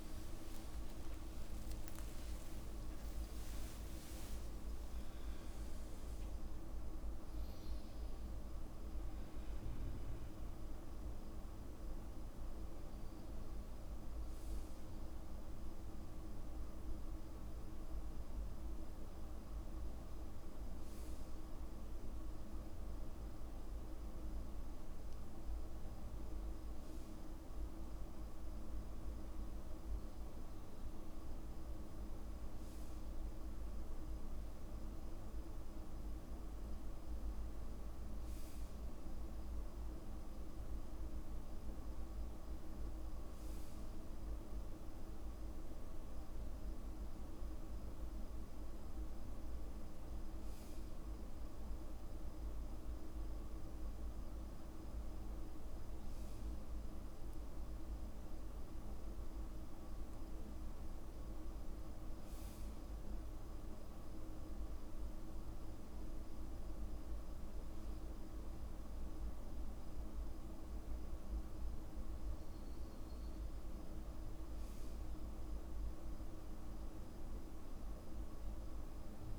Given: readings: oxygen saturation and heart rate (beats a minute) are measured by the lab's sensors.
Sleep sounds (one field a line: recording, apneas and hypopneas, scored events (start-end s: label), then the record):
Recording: breathing in sleep, hard to hear, by a room microphone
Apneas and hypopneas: none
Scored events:
1.00-3.00 s: long interval between heartbeats (device-marked, heart rate 59 before, 95 extreme)
1.50-6.50 s: arousal
From the record:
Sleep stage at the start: N2 (light sleep)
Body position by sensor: on the back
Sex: male